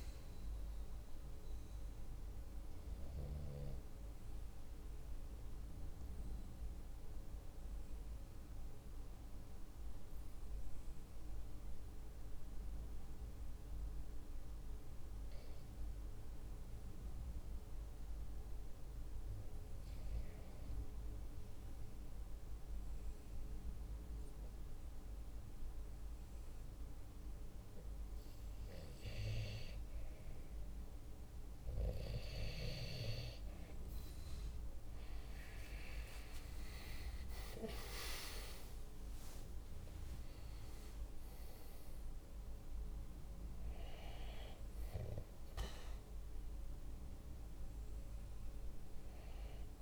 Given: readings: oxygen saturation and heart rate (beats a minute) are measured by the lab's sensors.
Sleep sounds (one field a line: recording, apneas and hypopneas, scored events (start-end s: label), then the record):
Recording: breathing in sleep by a room microphone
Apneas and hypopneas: 1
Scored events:
1.50-29.50 s: obstructive apnea (oxygen 96% before, 92% lowest, heart rate 47 before, 45 extreme, up 3 after)
38.50-49.82 s: new sleep stage, N2 (light sleep)
40.50-49.82 s: oxygen desaturation (device-marked, oxygen 97% before, 92% lowest, heart rate 47 before, 44 extreme)
From the record:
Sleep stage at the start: REM sleep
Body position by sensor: on the right side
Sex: male